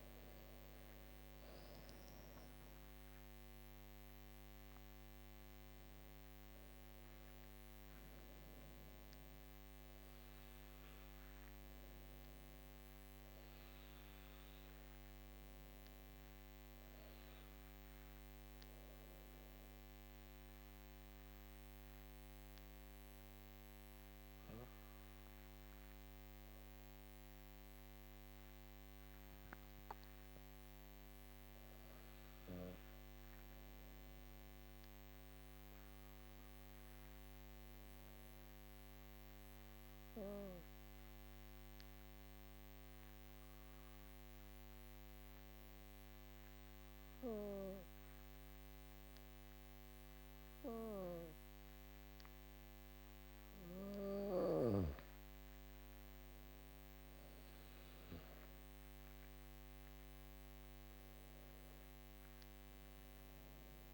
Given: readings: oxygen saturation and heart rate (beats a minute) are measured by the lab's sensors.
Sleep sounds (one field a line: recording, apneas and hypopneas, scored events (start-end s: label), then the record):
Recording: breathing in sleep by a microphone on the trachea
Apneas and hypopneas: 1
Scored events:
0.00-2.50 s: arousal
0.00-17.50 s: oxygen desaturation (device-marked, oxygen 94% lowest, heart rate 52 extreme)
27.50-31.00 s: arousal
36.00-52.50 s: obstructive apnea (oxygen 100% before, 96% lowest, heart rate 57 before, 52 extreme, up 21 after)
53.50-63.94 s: oxygen desaturation (device-marked, oxygen 99% before, 96% lowest, heart rate 57 before, 51 extreme)
55.00-59.50 s: arousal
From the record:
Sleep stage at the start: N2 (light sleep)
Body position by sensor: on the back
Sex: female